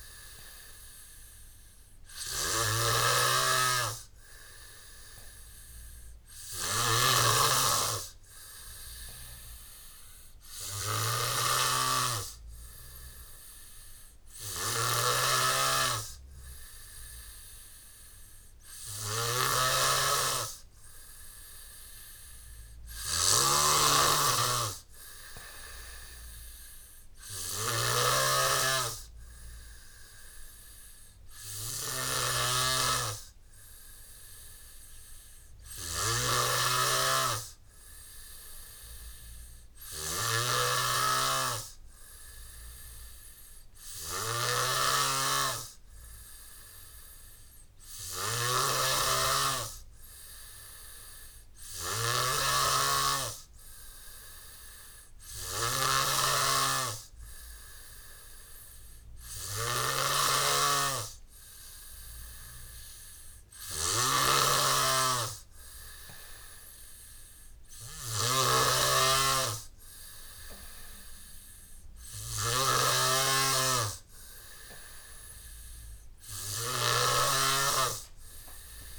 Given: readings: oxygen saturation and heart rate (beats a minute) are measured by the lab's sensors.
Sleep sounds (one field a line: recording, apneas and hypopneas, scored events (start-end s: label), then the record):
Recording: breathing in sleep by a room microphone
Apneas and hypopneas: none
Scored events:
15.00-78.99 s: snoring (device-marked)
From the record:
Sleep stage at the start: N3 (deep sleep)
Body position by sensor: on the back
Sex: male